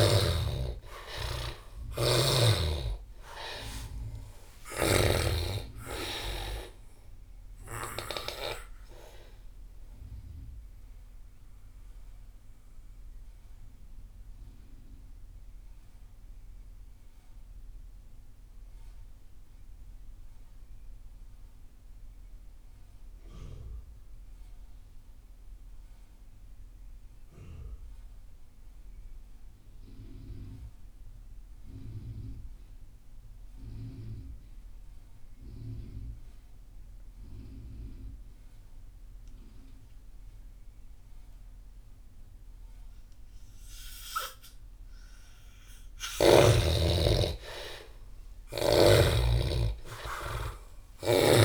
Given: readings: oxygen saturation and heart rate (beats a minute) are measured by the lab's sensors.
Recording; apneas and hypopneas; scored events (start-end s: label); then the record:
breathing in sleep by a room microphone; 1
0.00-2.50 s: arousal
0.00-23.50 s: oxygen desaturation (device-marked, oxygen 72% lowest)
10.50-46.00 s: mixed apnea (oxygen 97% before, 72% lowest)
37.50-51.45 s: oxygen desaturation (device-marked, oxygen 98% before, 74% lowest)
47.50-51.45 s: arousal
From the record:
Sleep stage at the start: N2 (light sleep); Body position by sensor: on the back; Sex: male